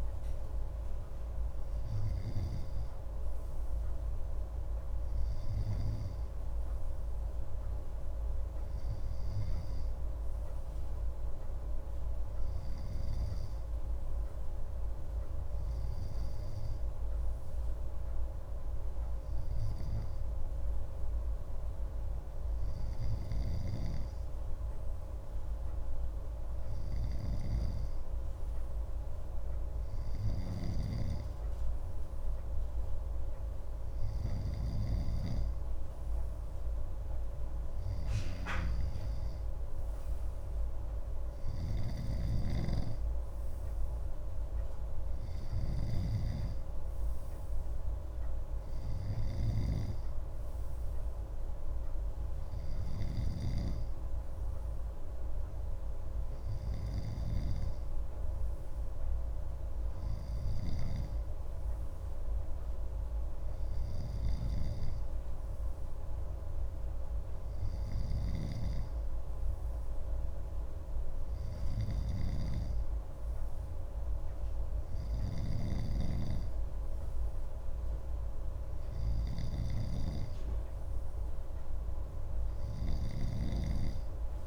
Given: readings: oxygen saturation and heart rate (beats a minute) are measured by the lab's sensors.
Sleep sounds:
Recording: breathing in sleep by a room microphone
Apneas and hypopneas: none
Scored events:
27.00-30.50 s: snoring (device-marked)
41.50-49.50 s: snoring (device-marked)
68.00-84.46 s: snoring (device-marked)
From the record:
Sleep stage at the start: N2 (light sleep)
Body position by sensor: on the left side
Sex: male

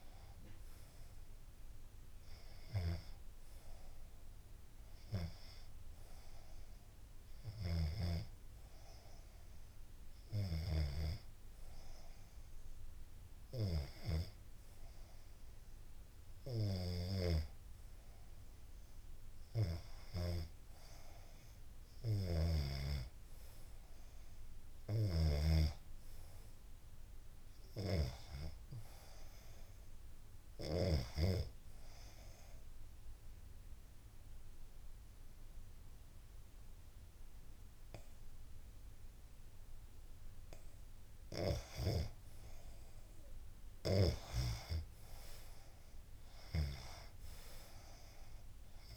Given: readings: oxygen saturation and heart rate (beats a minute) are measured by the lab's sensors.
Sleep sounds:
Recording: breathing in sleep by a room microphone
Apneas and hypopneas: 2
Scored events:
0.00-2.50 s: oxygen desaturation (device-marked, oxygen 81% lowest, heart rate 72 extreme)
1.50-14.00 s: hypopnea (oxygen 95% before, 82% lowest, heart rate 84 before, 75 extreme, up 0 after)
17.00-21.00 s: arousal
31.00-41.00 s: obstructive apnea (oxygen 98% before, 90% lowest, heart rate 79 before, 73 extreme, up 8 after)
44.00-47.50 s: arousal
47.50-48.97 s: oxygen desaturation (device-marked, oxygen 94% before, 90% lowest, heart rate 77 before, 71 extreme)
From the record:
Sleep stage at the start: REM sleep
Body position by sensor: on the back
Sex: female

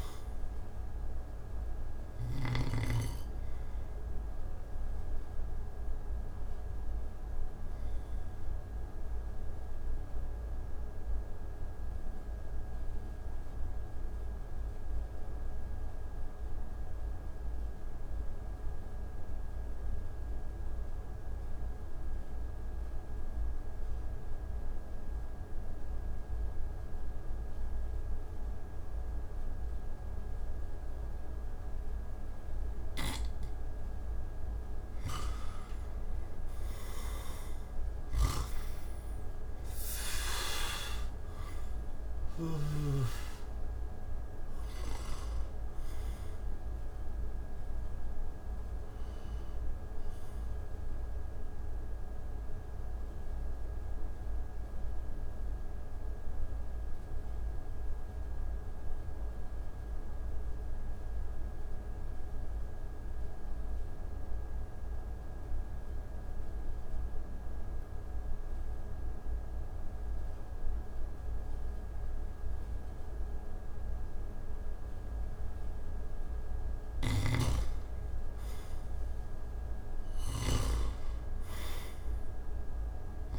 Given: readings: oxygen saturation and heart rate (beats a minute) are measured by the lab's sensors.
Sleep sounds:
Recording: breathing in sleep by a room microphone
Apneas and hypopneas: 2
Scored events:
0.00-2.00 s: snoring (device-marked)
0.00-20.00 s: oxygen desaturation (device-marked, oxygen 86% lowest)
7.00-34.00 s: obstructive apnea (oxygen 98% before, 79% lowest)
34.50-39.50 s: arousal
35.00-67.00 s: oxygen desaturation (device-marked, oxygen 97% before, 79% lowest)
37.50-42.00 s: snoring (device-marked)
51.00-76.50 s: mixed apnea (oxygen 97% before, 79% lowest)
76.50-83.39 s: snoring (device-marked)
80.00-83.39 s: arousal
From the record:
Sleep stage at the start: N2 (light sleep)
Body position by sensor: on the back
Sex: male

